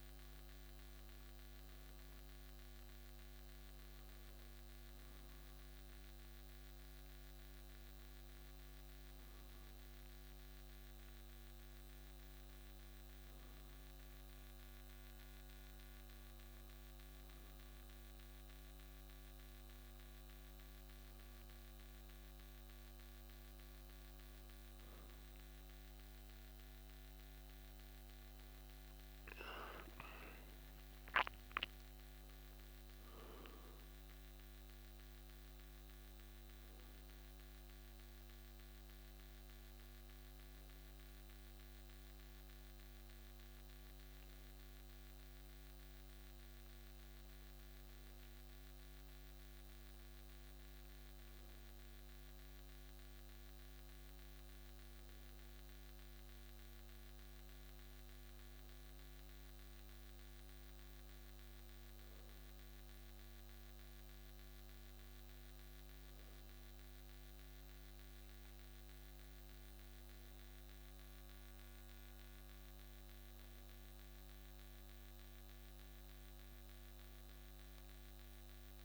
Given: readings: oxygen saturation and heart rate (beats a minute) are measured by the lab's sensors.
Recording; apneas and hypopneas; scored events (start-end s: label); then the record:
breathing in sleep, hard to hear, by a microphone on the trachea; none
none scored
From the record:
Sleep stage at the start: N2 (light sleep); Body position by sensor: on the back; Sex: male